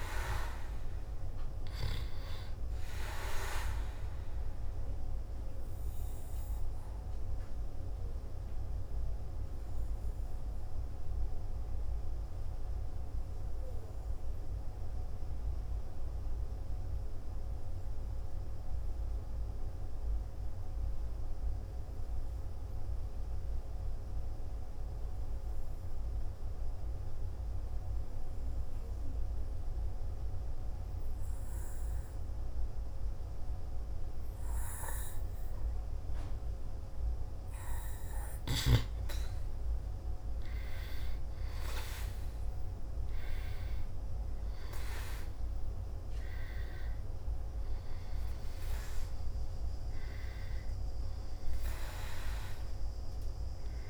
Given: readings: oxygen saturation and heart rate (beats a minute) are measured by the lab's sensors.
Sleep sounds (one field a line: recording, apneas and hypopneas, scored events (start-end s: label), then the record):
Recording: breathing in sleep by a room microphone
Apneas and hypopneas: 1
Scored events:
7.50-36.50 s: hypopnea (oxygen 98% before, 90% lowest, heart rate 58 before, 53 extreme, up 2 after)
18.00-30.00 s: oxygen desaturation (device-marked, oxygen 95% before, 91% lowest, heart rate 58 before, 53 extreme)
38.50-42.50 s: arousal
From the record:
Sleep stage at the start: N2 (light sleep)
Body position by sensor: on the back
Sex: male